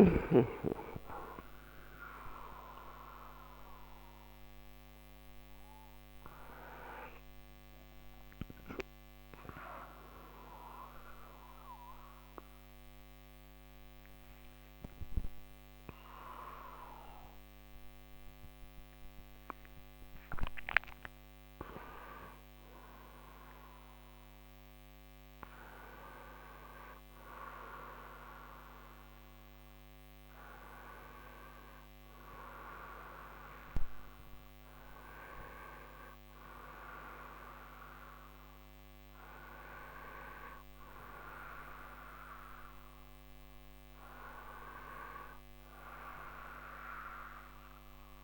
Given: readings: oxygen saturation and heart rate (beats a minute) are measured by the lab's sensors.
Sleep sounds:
breathing in sleep by a microphone on the trachea; none
0.00-1.00 s: arousal
35.00-44.00 s: oxygen desaturation (device-marked, oxygen 97% before, 93% lowest)
From the record:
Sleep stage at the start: N1 (lightest sleep); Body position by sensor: on the right side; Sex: male

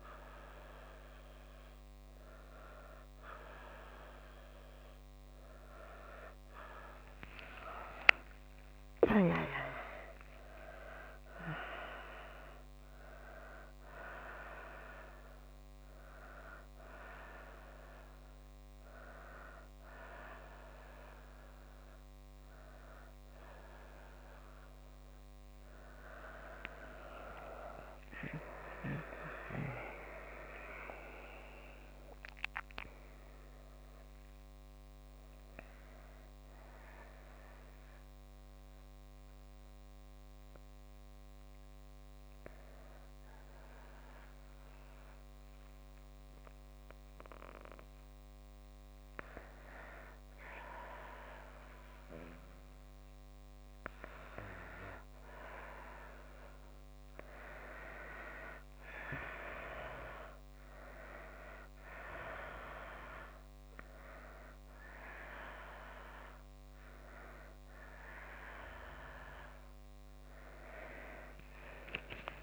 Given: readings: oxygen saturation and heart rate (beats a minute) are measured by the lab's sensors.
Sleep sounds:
breathing in sleep by a microphone on the trachea; 1
1.00-16.00 s: oxygen desaturation (device-marked, oxygen 95% before, 89% lowest)
7.50-12.00 s: arousal
27.50-32.00 s: arousal
38.00-56.50 s: hypopnea (oxygen 96% before, 92% lowest)
59.50-63.00 s: arousal
64.00-72.43 s: oxygen desaturation (device-marked, oxygen 97% before, 92% lowest)
From the record:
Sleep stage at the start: N1 (lightest sleep); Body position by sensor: on the back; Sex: female

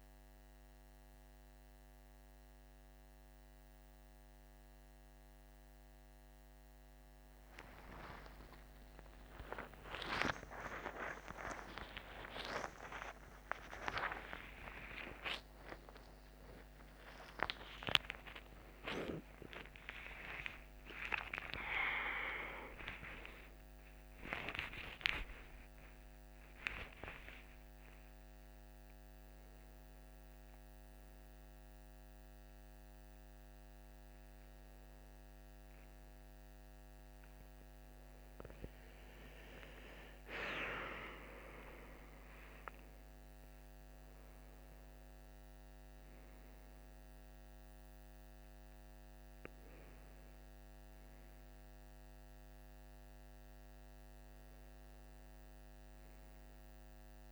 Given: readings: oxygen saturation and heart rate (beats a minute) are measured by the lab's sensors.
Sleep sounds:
a person awake in a sleep study, by a microphone on the trachea; none
9.50-15.50 s: tachycardia (device-marked, heart rate 55 before, 126 extreme)
9.50-57.32 s: new sleep stage, awake
From the record:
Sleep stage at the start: N1 (lightest sleep); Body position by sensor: on the right side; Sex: male

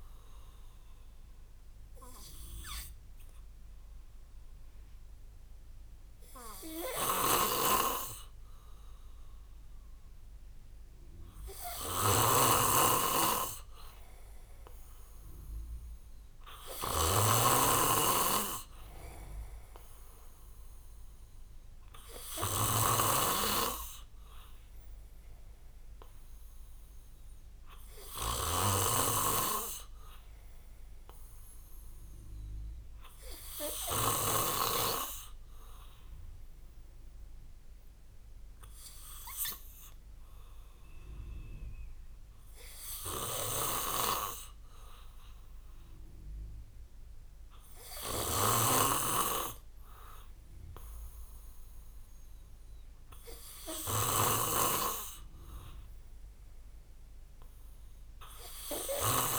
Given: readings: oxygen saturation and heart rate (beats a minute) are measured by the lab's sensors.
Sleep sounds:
breathing in sleep by a room microphone; none
7.00-34.50 s: snoring (device-marked)
43.00-59.39 s: snoring (device-marked)
From the record:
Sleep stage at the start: N2 (light sleep); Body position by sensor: on the back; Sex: male

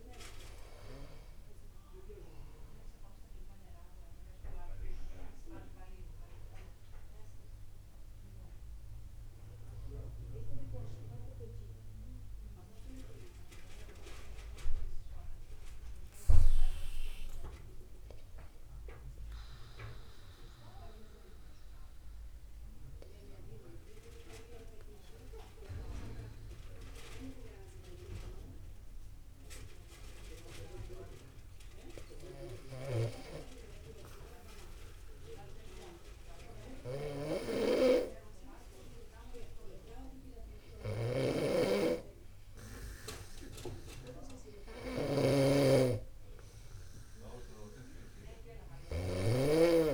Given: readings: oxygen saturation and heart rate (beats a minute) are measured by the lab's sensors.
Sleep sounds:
breathing in sleep by a room microphone; 1
17.50-19.50 s: long interval between heartbeats (device-marked, heart rate 51 before, 59 extreme)
17.50-32.50 s: obstructive apnea (oxygen 96% before, 94% lowest, heart rate 51 before, 50 extreme, up 0 after)
21.00-23.00 s: long interval between heartbeats (device-marked, heart rate 52 before, 68 extreme)
33.00-49.94 s: snoring (device-marked)
34.00-37.50 s: arousal
From the record:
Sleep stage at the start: N2 (light sleep); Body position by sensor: upright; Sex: male

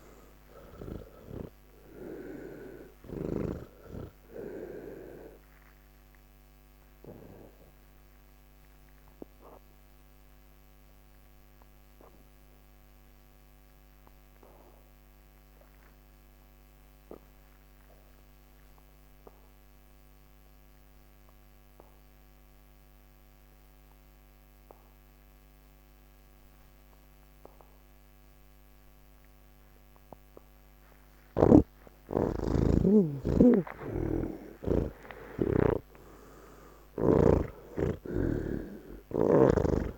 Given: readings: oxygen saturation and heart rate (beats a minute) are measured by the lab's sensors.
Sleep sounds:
breathing in sleep by a microphone on the trachea; 1
0.00-23.50 s: oxygen desaturation (device-marked, oxygen 76% lowest, heart rate 127 extreme)
7.00-30.00 s: obstructive apnea (oxygen 98% before, 76% lowest, heart rate 169 before, 127 extreme, up 20 after)
34.00-37.50 s: snoring (device-marked)
38.50-39.98 s: oxygen desaturation (device-marked, oxygen 96% before, 80% lowest, heart rate 181 before, 65 extreme)
From the record:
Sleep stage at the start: N1 (lightest sleep); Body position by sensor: on the back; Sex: male

